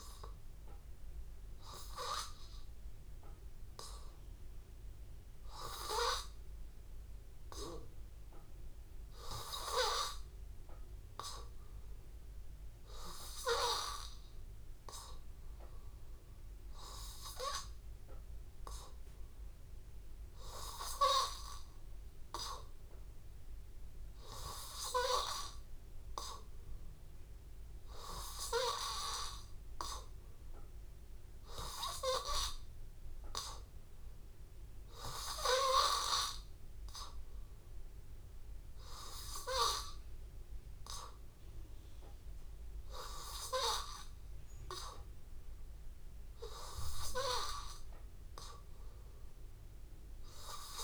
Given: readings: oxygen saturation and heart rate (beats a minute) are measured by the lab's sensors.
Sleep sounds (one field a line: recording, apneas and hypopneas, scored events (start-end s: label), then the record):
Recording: breathing in sleep by a room microphone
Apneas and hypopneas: none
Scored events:
0.00-28.00 s: oxygen desaturation (device-marked, oxygen 91% lowest, heart rate 79 extreme)
From the record:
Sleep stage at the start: N2 (light sleep)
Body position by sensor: on the back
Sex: male